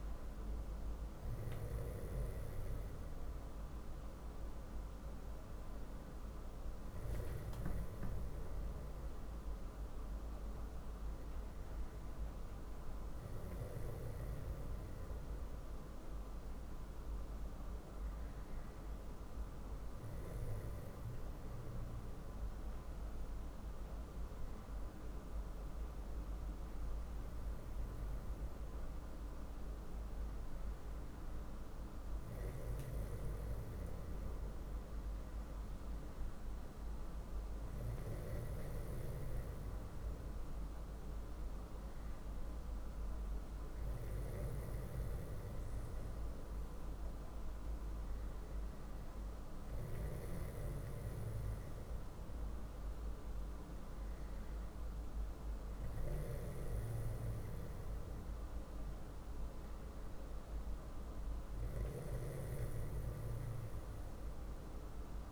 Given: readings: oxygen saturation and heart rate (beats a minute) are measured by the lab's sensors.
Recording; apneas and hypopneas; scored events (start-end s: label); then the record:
breathing in sleep, hard to hear, by a room microphone; none
none scored
From the record:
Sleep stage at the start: N2 (light sleep); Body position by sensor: on the back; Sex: male